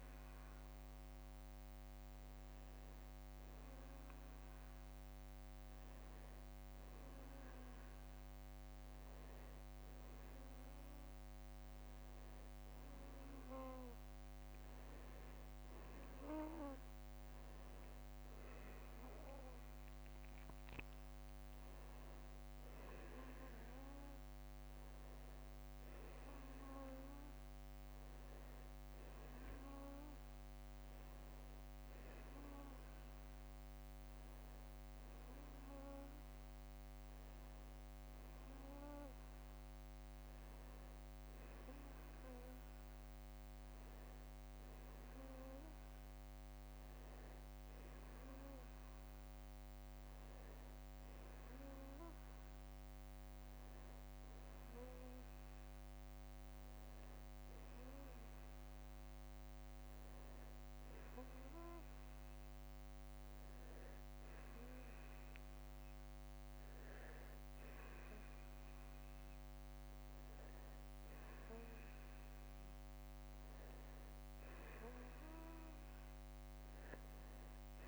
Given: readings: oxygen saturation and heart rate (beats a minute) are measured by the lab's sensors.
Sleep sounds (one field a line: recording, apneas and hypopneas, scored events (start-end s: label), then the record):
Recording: breathing in sleep, hard to hear, by a microphone on the trachea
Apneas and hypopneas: none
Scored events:
14.00-17.00 s: arousal
From the record:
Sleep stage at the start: N2 (light sleep)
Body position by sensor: on the back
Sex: male